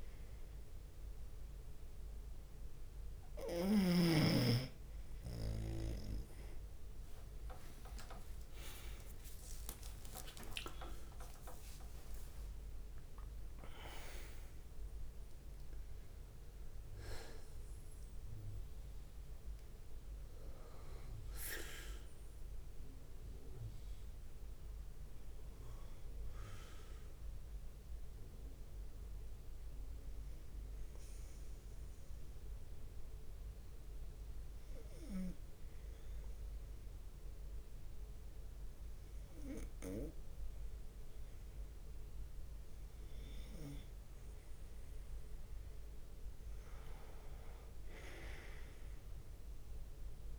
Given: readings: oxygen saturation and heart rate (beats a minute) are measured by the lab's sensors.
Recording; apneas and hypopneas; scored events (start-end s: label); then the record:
breathing in sleep by a room microphone; 1
0.00-4.50 s: snoring (device-marked)
6.50-22.50 s: oxygen desaturation (device-marked, oxygen 97% before, 93% lowest, heart rate 83 before, 61 extreme)
7.00-15.00 s: leg movement (device-marked)
7.50-13.50 s: tachycardia (device-marked, heart rate 69 before, 139 extreme)
8.00-10.00 s: long interval between heartbeats (device-marked, heart rate 82 before, 74 extreme)
8.00-13.50 s: arousal
9.50-23.50 s: drop in pulse transit time (device-marked, heart rate 83 before, 67 extreme)
10.50-12.50 s: long interval between heartbeats (device-marked, heart rate 84 before, 130 extreme)
30.00-45.00 s: obstructive apnea (oxygen 97% before, 93% lowest, heart rate 90 before, 61 extreme, up 5 after)
47.00-50.38 s: arousal
From the record:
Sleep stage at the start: N2 (light sleep); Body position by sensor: on the right side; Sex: male